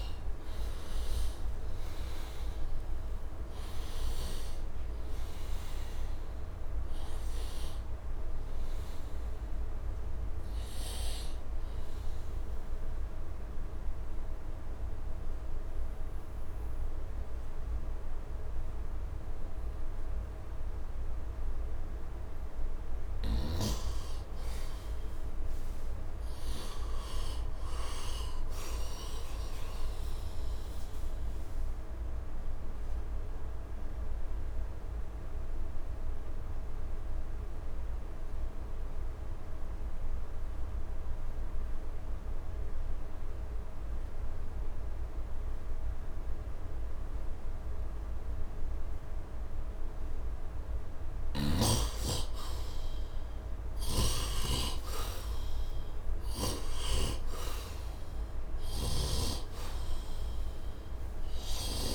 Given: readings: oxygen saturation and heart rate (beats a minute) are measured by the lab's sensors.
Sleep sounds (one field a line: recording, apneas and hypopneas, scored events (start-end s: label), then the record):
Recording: breathing in sleep by a room microphone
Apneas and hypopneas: 2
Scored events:
0.00-22.50 s: bradycardia (device-marked)
1.50-61.95 s: new sleep stage, N2 (light sleep)
11.00-23.50 s: hypopnea (oxygen 98% before, 80% lowest)
12.50-21.50 s: oxygen desaturation (device-marked, oxygen 97% before, 93% lowest)
25.00-29.00 s: arousal
28.50-51.50 s: oxygen desaturation (device-marked, oxygen 98% before, 90% lowest)
31.00-50.00 s: hypopnea (oxygen 98% before, 80% lowest)
52.50-56.50 s: arousal
52.50-61.95 s: bradycardia (device-marked)
53.00-56.50 s: snoring (device-marked)
56.50-61.95 s: oxygen desaturation (device-marked, oxygen 99% before, 80% lowest)
From the record:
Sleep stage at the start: N1 (lightest sleep)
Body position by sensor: on the right side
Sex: male